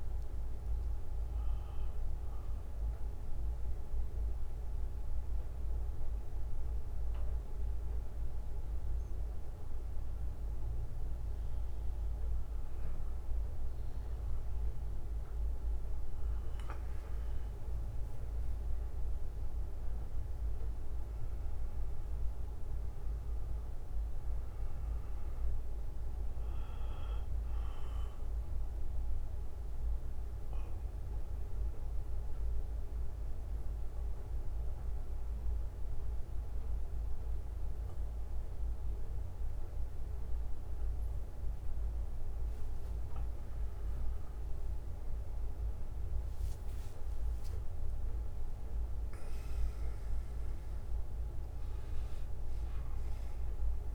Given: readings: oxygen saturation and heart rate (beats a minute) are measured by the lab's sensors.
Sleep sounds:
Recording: breathing in sleep, hard to hear, by a room microphone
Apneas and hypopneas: 2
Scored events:
0.00-4.00 s: oxygen desaturation (device-marked, oxygen 91% lowest, heart rate 49 extreme)
0.00-9.00 s: bradycardia (device-marked, heart rate 61 before, 49 extreme)
1.00-17.00 s: mixed apnea (oxygen 97% before, 92% lowest, heart rate 61 before, 50 extreme, up 21 after)
10.00-17.00 s: bradycardia (device-marked, heart rate 61 before, 53 extreme)
19.00-23.50 s: arousal
27.00-36.00 s: bradycardia (device-marked, heart rate 60 before, 56 extreme)
29.50-43.00 s: obstructive apnea (oxygen 97% before, 92% lowest, heart rate 62 before, 48 extreme, up 21 after)
38.00-40.00 s: bradycardia (device-marked, heart rate 60 before, 56 extreme)
39.00-47.00 s: oxygen desaturation (device-marked, oxygen 95% before, 92% lowest, heart rate 62 before, 48 extreme)
46.50-51.50 s: arousal
From the record:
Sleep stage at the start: N2 (light sleep)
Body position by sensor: on the back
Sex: male

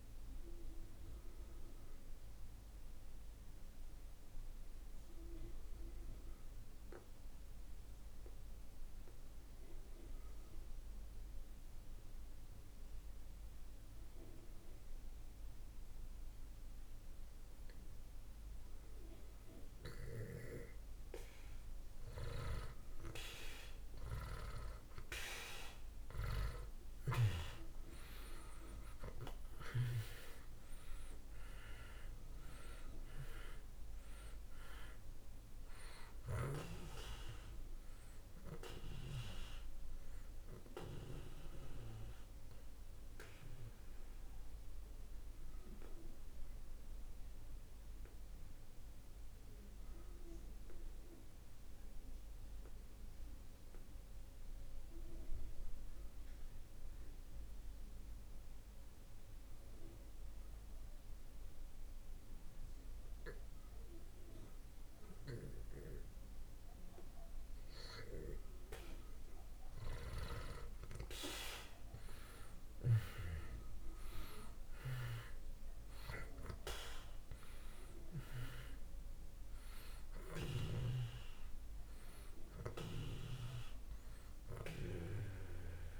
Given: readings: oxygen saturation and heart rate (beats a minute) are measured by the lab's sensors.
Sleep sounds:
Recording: breathing in sleep by a room microphone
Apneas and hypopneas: 2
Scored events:
0.00-11.50 s: oxygen desaturation (device-marked, oxygen 78% lowest)
0.50-18.50 s: obstructive apnea (oxygen 95% before, 77% lowest)
25.00-29.00 s: arousal
27.50-61.50 s: oxygen desaturation (device-marked, oxygen 97% before, 77% lowest)
42.50-66.00 s: mixed apnea (oxygen 97% before, 76% lowest)
67.50-72.00 s: arousal
71.50-86.00 s: oxygen desaturation (device-marked, oxygen 97% before, 76% lowest)
From the record:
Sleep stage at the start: N2 (light sleep)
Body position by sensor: on the back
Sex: male

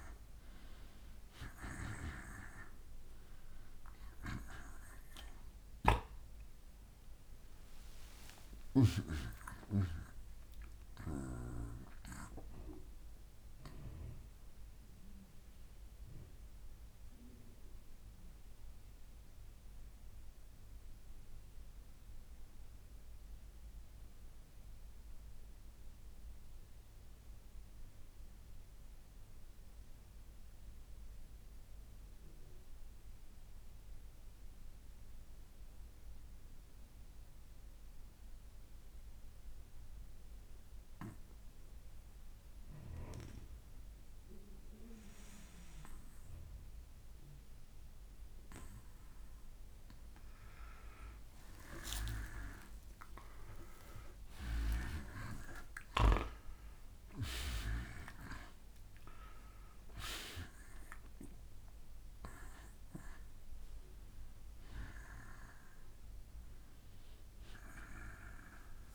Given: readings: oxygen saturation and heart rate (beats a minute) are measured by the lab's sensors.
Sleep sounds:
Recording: breathing in sleep by a room microphone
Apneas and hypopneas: 1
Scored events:
0.50-24.50 s: oxygen desaturation (device-marked, oxygen 95% before, 86% lowest, heart rate 75 before, 49 extreme)
6.00-10.00 s: arousal
12.00-46.50 s: mixed apnea (oxygen 96% before, 86% lowest, heart rate 82 before, 49 extreme, up 10 after)
16.50-22.50 s: bradycardia (device-marked, heart rate 72 before, 58 extreme)
25.50-34.50 s: bradycardia (device-marked, heart rate 72 before, 49 extreme)
41.50-68.95 s: oxygen desaturation (device-marked, oxygen 98% before, 90% lowest, heart rate 61 before, 64 extreme)
48.50-52.50 s: arousal
From the record:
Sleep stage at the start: N2 (light sleep)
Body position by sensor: on the back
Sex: male

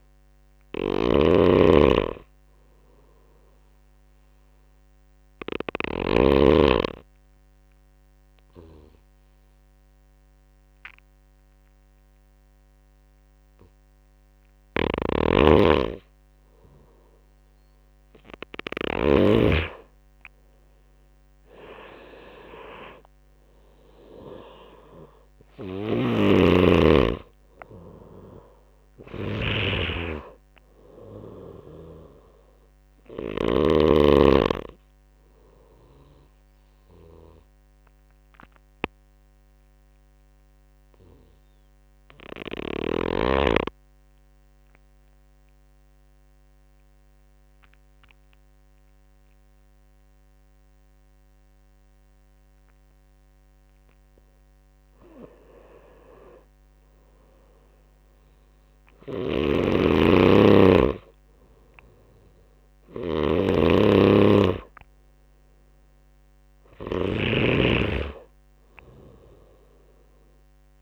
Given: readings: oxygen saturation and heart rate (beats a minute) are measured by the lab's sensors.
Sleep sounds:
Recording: breathing in sleep by a microphone on the trachea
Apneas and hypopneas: 2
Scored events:
0.00-5.50 s: snoring (device-marked)
2.00-15.00 s: obstructive apnea (oxygen 97% before, 87% lowest)
14.00-18.50 s: snoring (device-marked)
19.50-23.00 s: arousal
22.00-42.00 s: oxygen desaturation (device-marked, oxygen 96% before, 87% lowest)
25.00-33.00 s: snoring (device-marked)
34.50-53.00 s: obstructive apnea (oxygen 96% before, 87% lowest)
51.00-70.82 s: oxygen desaturation (device-marked, oxygen 98% before, 89% lowest)
55.00-59.00 s: arousal
58.00-70.82 s: snoring (device-marked)
From the record:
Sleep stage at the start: N2 (light sleep)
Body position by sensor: on the right side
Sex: male

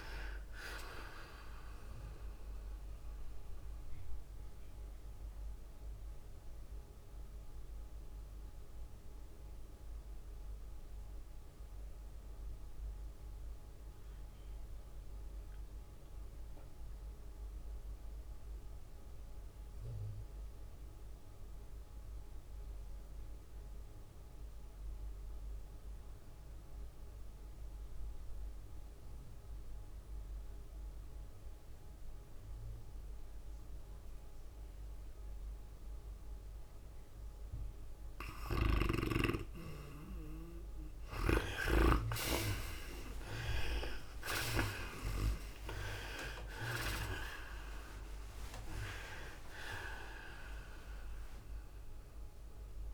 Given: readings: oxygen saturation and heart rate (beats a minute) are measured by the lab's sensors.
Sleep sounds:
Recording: breathing in sleep by a room microphone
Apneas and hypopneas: 1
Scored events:
0.00-8.00 s: drop in pulse transit time (device-marked, heart rate 108 extreme)
0.00-9.00 s: oxygen desaturation (device-marked, oxygen 58% lowest, heart rate 95 extreme)
0.00-26.00 s: tachycardia (device-marked, heart rate 117 extreme)
4.00-37.50 s: obstructive apnea (oxygen 77% before, 58% lowest, heart rate 107 before, 90 extreme, up 10 after)
14.00-52.94 s: oxygen desaturation (device-marked, oxygen 97% before, 58% lowest, heart rate 113 before, 90 extreme)
43.00-47.50 s: arousal
43.00-52.94 s: tachycardia (device-marked, heart rate 100 before, 143 extreme)
44.00-52.94 s: drop in pulse transit time (device-marked, heart rate 95 before, 96 extreme)
From the record:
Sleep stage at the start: N2 (light sleep)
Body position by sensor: on the right side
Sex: female

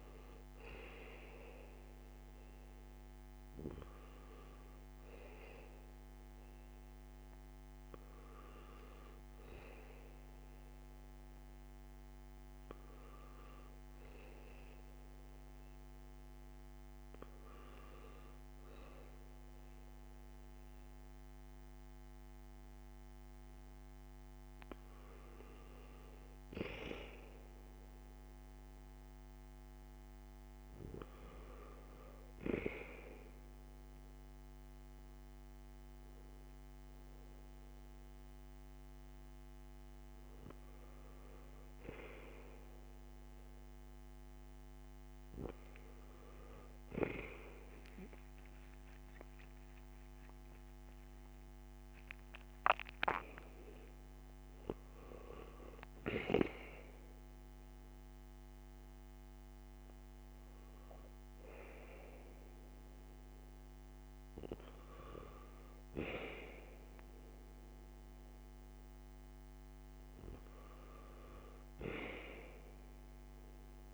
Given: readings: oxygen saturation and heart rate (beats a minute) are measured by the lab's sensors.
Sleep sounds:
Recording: breathing in sleep by a microphone on the trachea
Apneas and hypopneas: 1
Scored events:
13.50-25.00 s: obstructive apnea (oxygen 96% before, 94% lowest, heart rate 63 before, 58 extreme, up 10 after)
26.00-29.50 s: arousal
48.00-52.00 s: arousal
From the record:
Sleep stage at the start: N1 (lightest sleep)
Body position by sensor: on the back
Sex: male

